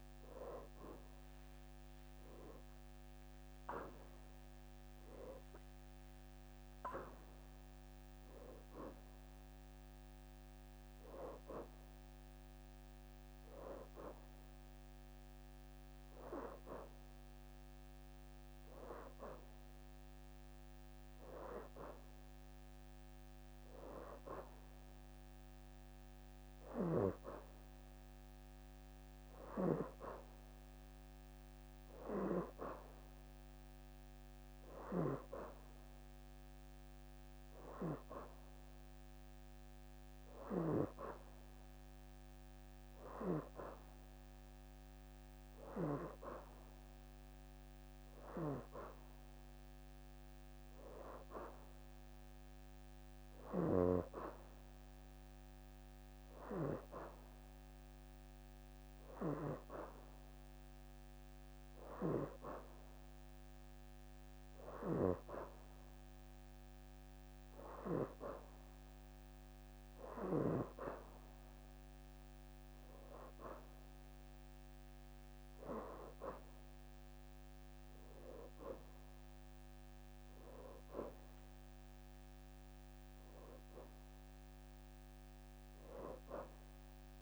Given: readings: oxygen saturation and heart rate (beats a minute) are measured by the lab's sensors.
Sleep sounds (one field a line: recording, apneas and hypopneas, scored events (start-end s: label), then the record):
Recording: breathing in sleep by a microphone on the trachea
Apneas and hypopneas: none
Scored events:
0.50-5.00 s: arousal
0.50-9.00 s: leg movement (device-marked)
35.50-45.50 s: oxygen desaturation (device-marked, oxygen 94% before, 88% lowest, heart rate 81 before, 82 extreme)
From the record:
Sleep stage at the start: N2 (light sleep)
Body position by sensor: on the back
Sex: female